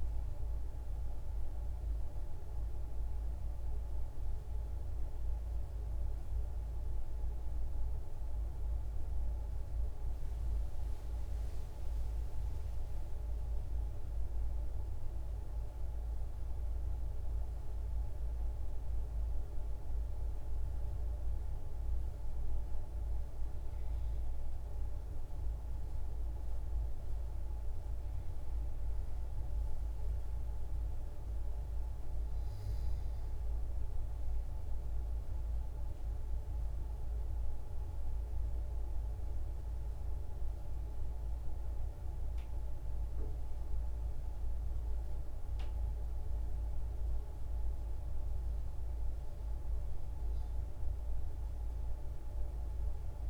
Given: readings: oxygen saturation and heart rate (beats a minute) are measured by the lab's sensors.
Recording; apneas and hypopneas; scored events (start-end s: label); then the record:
breathing in sleep, hard to hear, by a room microphone; 1
19.00-29.00 s: hypopnea (oxygen 97% before, 93% lowest, heart rate 57 before, 52 extreme, up 8 after)
30.50-33.00 s: arousal
From the record:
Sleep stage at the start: N2 (light sleep); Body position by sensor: on the back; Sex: female